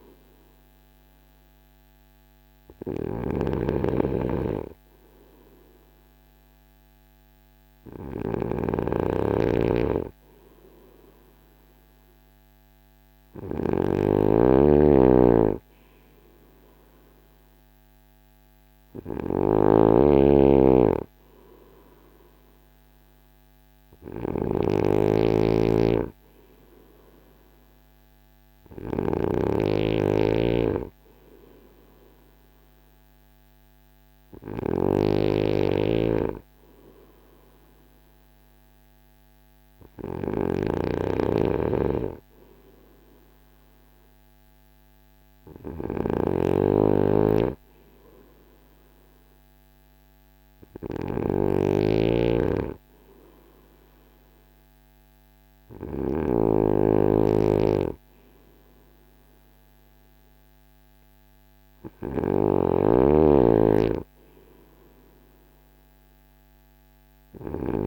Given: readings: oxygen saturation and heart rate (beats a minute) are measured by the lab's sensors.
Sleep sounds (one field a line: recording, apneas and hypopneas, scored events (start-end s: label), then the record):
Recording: breathing in sleep by a microphone on the trachea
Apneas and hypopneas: none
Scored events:
0.00-67.87 s: snoring (device-marked)
From the record:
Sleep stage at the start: N3 (deep sleep)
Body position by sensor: on the front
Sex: male